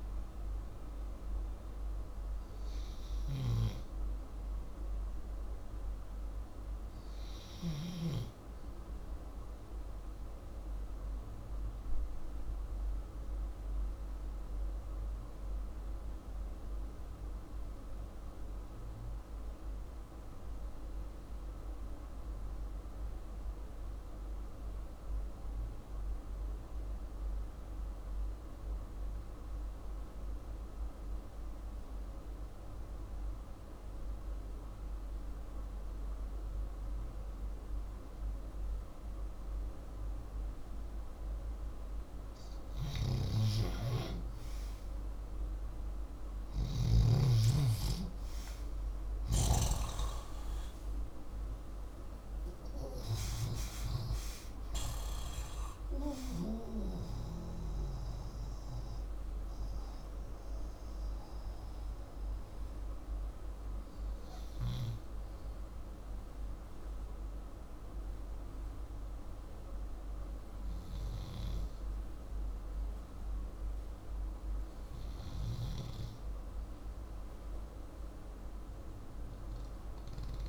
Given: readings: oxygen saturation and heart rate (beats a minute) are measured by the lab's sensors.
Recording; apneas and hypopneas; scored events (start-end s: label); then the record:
breathing in sleep by a room microphone; 1
5.00-14.00 s: oxygen desaturation (device-marked, oxygen 95% before, 90% lowest, heart rate 107 before, 47 extreme)
10.50-41.00 s: obstructive apnea (oxygen 95% before, 89% lowest, heart rate 114 before, 34 extreme)
43.00-47.00 s: arousal
74.00-80.49 s: oxygen desaturation (device-marked, oxygen 96% before, 89% lowest, heart rate 66 before, 74 extreme)
From the record:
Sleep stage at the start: REM sleep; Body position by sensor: upright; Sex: male